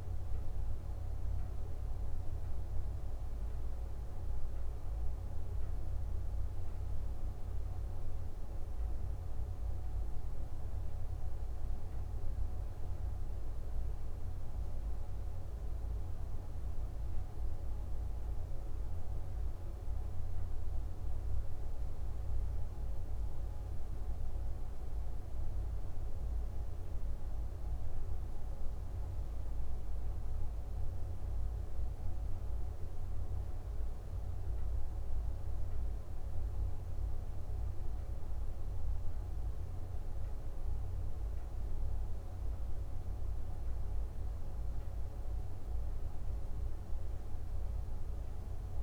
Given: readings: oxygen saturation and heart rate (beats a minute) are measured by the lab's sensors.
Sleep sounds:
breathing in sleep, hard to hear, by a room microphone; none
16.50-48.83 s: new sleep stage, N2 (light sleep)
From the record:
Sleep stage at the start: N1 (lightest sleep); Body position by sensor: on the back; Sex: male

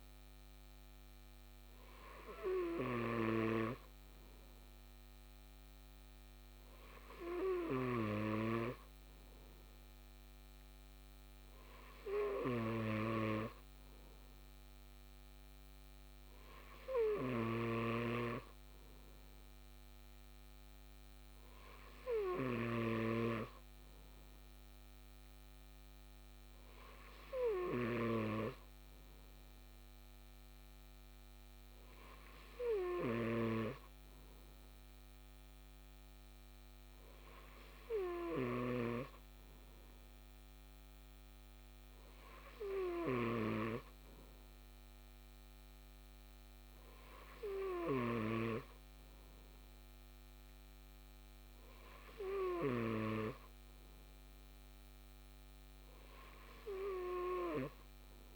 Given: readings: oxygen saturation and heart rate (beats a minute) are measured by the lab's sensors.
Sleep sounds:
breathing in sleep by a microphone on the trachea; none
12.50-23.00 s: snoring (device-marked)
33.00-53.00 s: snoring (device-marked)
From the record:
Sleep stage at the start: N2 (light sleep); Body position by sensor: on the left side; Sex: male

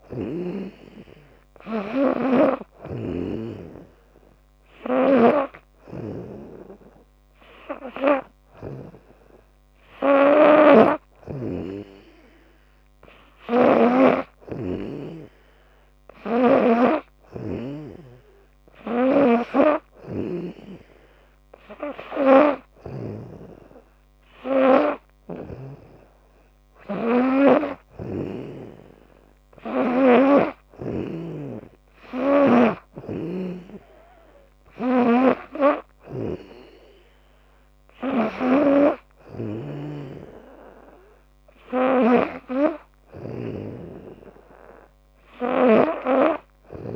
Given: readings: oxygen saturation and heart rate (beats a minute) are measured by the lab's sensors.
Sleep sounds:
breathing in sleep by a microphone on the trachea; none
0.00-6.00 s: snoring (device-marked)
8.00-11.50 s: snoring (device-marked)
18.50-23.00 s: snoring (device-marked)
32.50-36.00 s: snoring (device-marked)
38.00-43.00 s: snoring (device-marked)
45.00-46.96 s: snoring (device-marked)
From the record:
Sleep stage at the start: N2 (light sleep); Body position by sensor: on the back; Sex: female

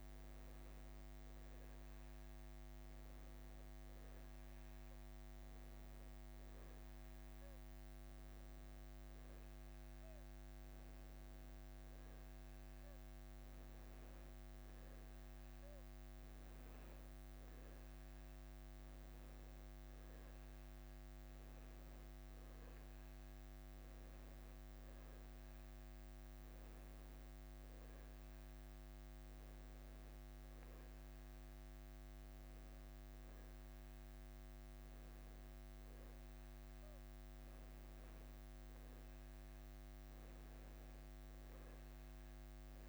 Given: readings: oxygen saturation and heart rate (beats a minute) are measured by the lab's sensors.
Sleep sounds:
breathing in sleep, hard to hear, by a microphone on the trachea; none
none scored
From the record:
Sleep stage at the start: N1 (lightest sleep); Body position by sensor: on the back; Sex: male

